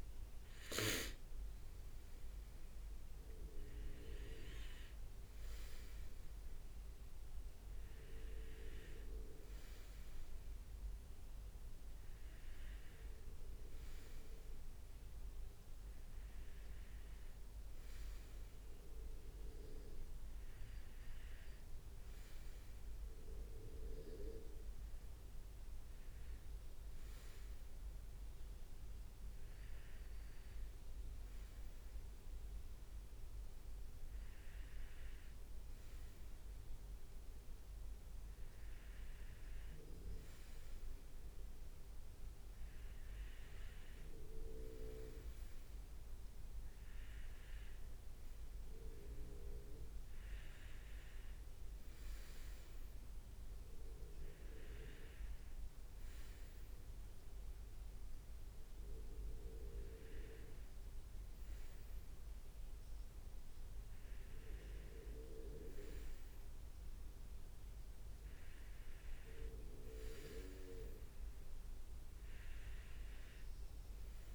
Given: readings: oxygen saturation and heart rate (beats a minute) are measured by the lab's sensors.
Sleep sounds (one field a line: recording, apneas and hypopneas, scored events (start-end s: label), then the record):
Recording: breathing in sleep by a room microphone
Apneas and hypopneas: none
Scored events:
none scored
From the record:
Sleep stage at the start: N2 (light sleep)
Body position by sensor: on the right side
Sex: male